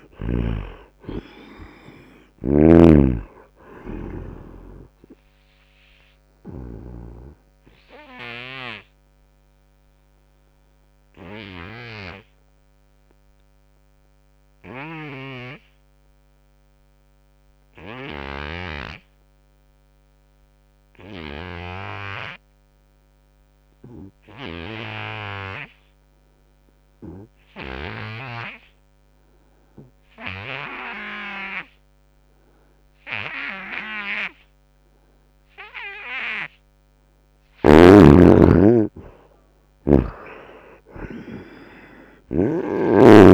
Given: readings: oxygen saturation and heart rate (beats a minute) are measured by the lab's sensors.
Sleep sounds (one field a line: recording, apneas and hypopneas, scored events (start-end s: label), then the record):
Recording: breathing in sleep by a microphone on the trachea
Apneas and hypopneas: 1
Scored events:
0.00-21.00 s: oxygen desaturation (device-marked, oxygen 72% lowest, heart rate 76 extreme)
2.50-7.00 s: snoring (device-marked)
6.00-36.50 s: obstructive apnea (oxygen 98% before, 72% lowest, heart rate 82 before, 78 extreme, up 8 after)
23.00-43.34 s: oxygen desaturation (device-marked, oxygen 98% before, 75% lowest, heart rate 88 before, 67 extreme)
38.00-42.00 s: arousal
From the record:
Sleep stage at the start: N2 (light sleep)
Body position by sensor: on the front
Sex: male